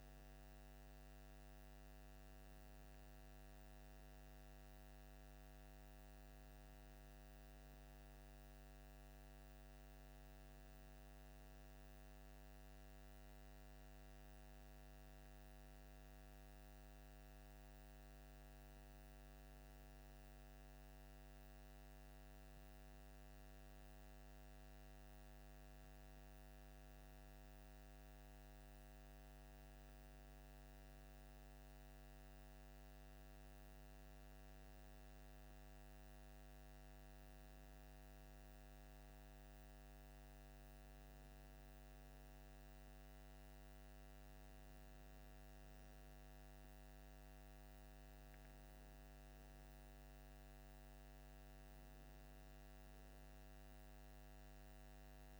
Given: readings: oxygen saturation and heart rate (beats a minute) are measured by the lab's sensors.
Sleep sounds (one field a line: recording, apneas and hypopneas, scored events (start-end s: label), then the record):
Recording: breathing in sleep, hard to hear, by a microphone on the trachea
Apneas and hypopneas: none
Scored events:
none scored
From the record:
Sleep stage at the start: N2 (light sleep)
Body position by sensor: on the left side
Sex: male